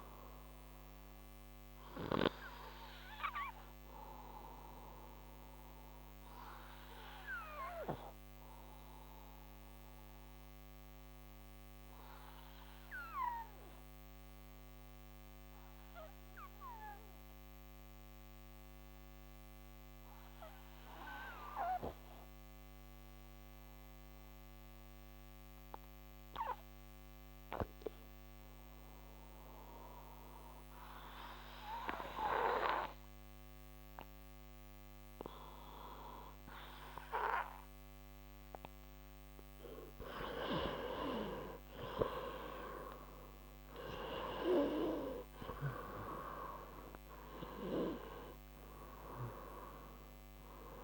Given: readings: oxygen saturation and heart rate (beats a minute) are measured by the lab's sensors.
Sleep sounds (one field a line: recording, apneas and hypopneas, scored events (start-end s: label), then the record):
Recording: breathing in sleep by a microphone on the trachea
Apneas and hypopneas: 1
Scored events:
0.00-24.50 s: oxygen desaturation (device-marked, oxygen 87% lowest, heart rate 54 extreme)
1.00-39.50 s: obstructive apnea (oxygen 97% before, 87% lowest, heart rate 82 before, 54 extreme, up 29 after)
40.50-50.84 s: oxygen desaturation (device-marked, oxygen 97% before, 89% lowest, heart rate 66 before, 54 extreme)
42.00-46.50 s: arousal
From the record:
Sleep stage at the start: N2 (light sleep)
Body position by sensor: on the right side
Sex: male